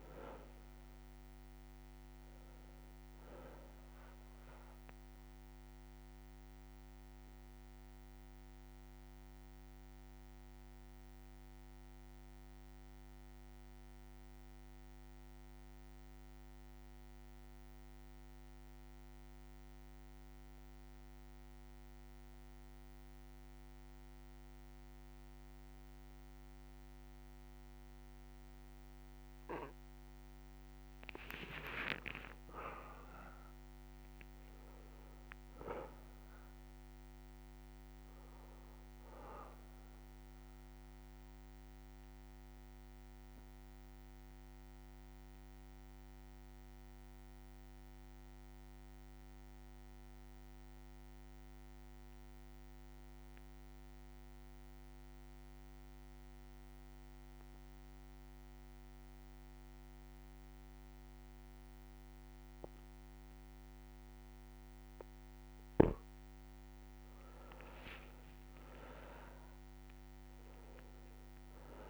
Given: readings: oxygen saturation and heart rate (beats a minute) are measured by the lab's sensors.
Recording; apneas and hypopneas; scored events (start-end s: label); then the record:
breathing in sleep by a microphone on the trachea; 2
0.00-18.50 s: oxygen desaturation (device-marked, oxygen 93% lowest, heart rate 60 extreme)
6.50-29.00 s: obstructive apnea (oxygen 98% before, 93% lowest, heart rate 63 before, 60 extreme, up 23 after)
31.00-35.50 s: arousal
32.00-34.00 s: long interval between heartbeats (device-marked, heart rate 61 before, 81 extreme)
32.50-54.50 s: oxygen desaturation (device-marked, oxygen 99% before, 93% lowest, heart rate 62 before, 60 extreme)
43.00-64.00 s: obstructive apnea (oxygen 99% before, 93% lowest, heart rate 69 before, 60 extreme, up 5 after)
66.00-70.00 s: arousal
70.50-71.90 s: oxygen desaturation (device-marked, oxygen 99% before, 93% lowest, heart rate 61 before, 61 extreme)
From the record:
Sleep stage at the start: N2 (light sleep); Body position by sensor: on the back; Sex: male